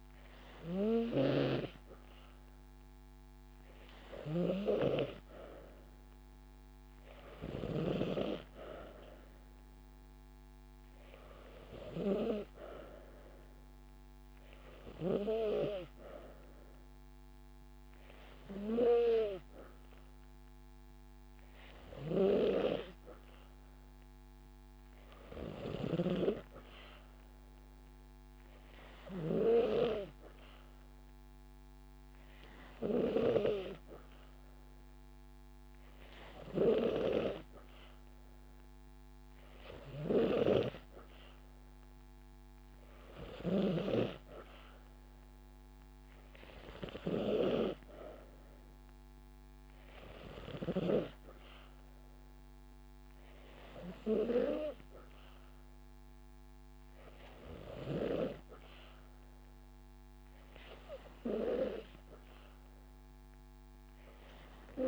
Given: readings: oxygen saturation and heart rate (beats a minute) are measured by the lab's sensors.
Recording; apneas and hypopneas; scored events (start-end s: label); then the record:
breathing in sleep by a microphone on the trachea; none
7.00-9.00 s: long interval between heartbeats (device-marked)
42.00-44.00 s: long interval between heartbeats (device-marked)
48.00-51.00 s: drop in pulse transit time (device-marked)
49.00-51.00 s: long interval between heartbeats (device-marked)
From the record:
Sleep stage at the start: N2 (light sleep); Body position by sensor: on the back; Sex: female